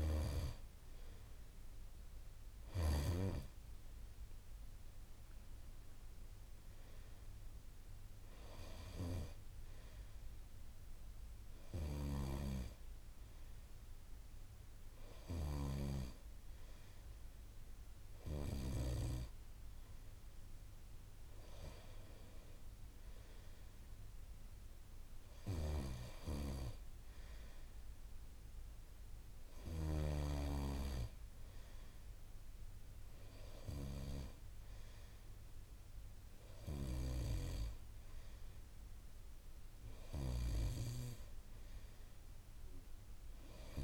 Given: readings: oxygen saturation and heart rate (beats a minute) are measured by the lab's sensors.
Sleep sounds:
breathing in sleep by a room microphone; none
0.00-3.50 s: snoring (device-marked)
2.50-4.50 s: long interval between heartbeats (device-marked)
12.00-19.00 s: snoring (device-marked)
25.50-30.50 s: snoring (device-marked)
37.00-41.00 s: snoring (device-marked)
From the record:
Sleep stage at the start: N2 (light sleep); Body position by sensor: on the right side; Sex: male

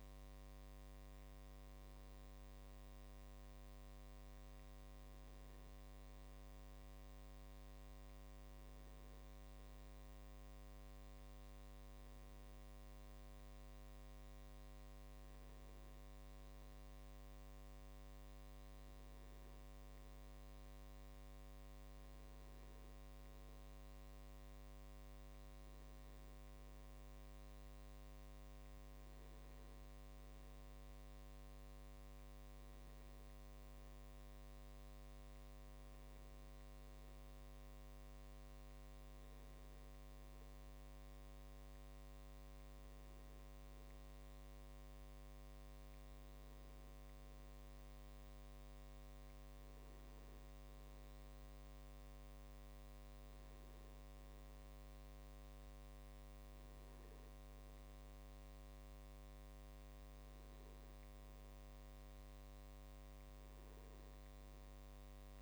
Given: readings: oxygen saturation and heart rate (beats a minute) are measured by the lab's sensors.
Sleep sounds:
a person awake in a sleep study, hard to hear, by a microphone on the trachea; none
none scored
From the record:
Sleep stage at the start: awake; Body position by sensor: on the back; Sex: male

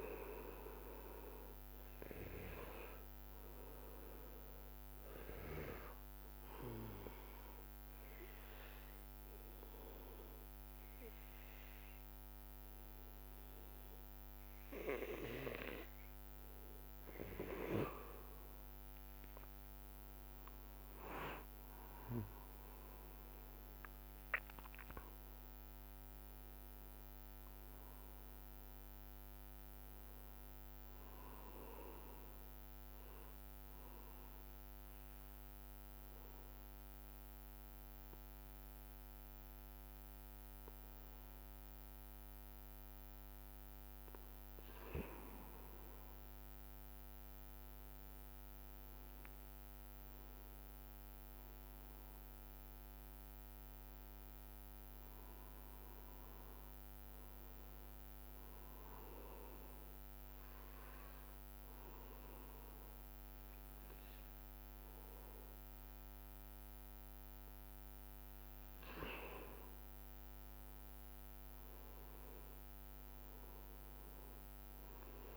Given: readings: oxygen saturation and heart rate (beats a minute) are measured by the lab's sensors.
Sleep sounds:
breathing in sleep by a microphone on the trachea; 3
0.00-14.00 s: oxygen desaturation (device-marked, oxygen 93% lowest, heart rate 59 extreme)
7.50-18.00 s: hypopnea (oxygen 98% before, 93% lowest, heart rate 65 before, 59 extreme, up 3 after)
20.50-26.00 s: arousal
26.00-47.00 s: oxygen desaturation (device-marked, oxygen 98% before, 94% lowest, heart rate 67 before, 59 extreme)
36.00-46.00 s: obstructive apnea (oxygen 98% before, 93% lowest, heart rate 65 before, 60 extreme, up 2 after)
48.50-53.50 s: arousal
57.00-68.00 s: oxygen desaturation (device-marked, oxygen 99% before, 93% lowest, heart rate 61 before, 59 extreme)
61.00-71.00 s: hypopnea (oxygen 99% before, 93% lowest, heart rate 61 before, 59 extreme, up 7 after)
71.00-74.50 s: arousal
From the record:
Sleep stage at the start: N2 (light sleep); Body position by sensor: on the back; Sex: male

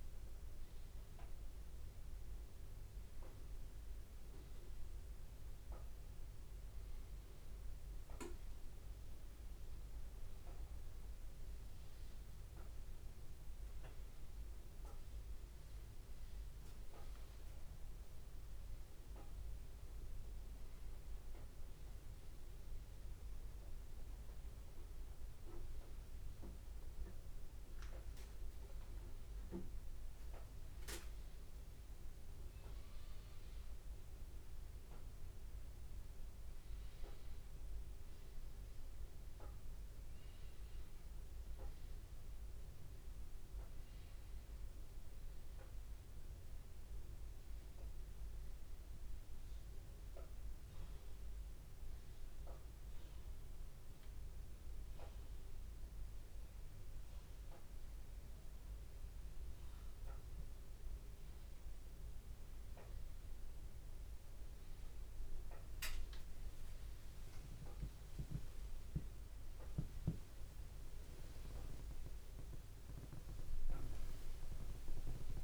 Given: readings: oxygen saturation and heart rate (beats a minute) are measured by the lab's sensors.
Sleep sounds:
a person partly awake in a sleep study, by a room microphone; none
0.50-2.50 s: long interval between heartbeats (device-marked, heart rate 100 before, 100 extreme)
8.50-10.50 s: long interval between heartbeats (device-marked, heart rate 102 before, 118 extreme)
15.50-20.50 s: arousal
17.00-19.00 s: long interval between heartbeats (device-marked, heart rate 112 before, 115 extreme)
19.00-21.00 s: long interval between heartbeats (device-marked, heart rate 114 before, 135 extreme)
36.00-38.00 s: long interval between heartbeats (device-marked, heart rate 112 before, 96 extreme)
50.50-75.44 s: new sleep stage, awake
55.00-57.00 s: long interval between heartbeats (device-marked, heart rate 100 before, 99 extreme)
62.50-64.50 s: long interval between heartbeats (device-marked, heart rate 100 before, 100 extreme)
66.50-68.50 s: long interval between heartbeats (device-marked, heart rate 100 before, 110 extreme)
From the record:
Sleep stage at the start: N2 (light sleep); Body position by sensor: upright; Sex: male

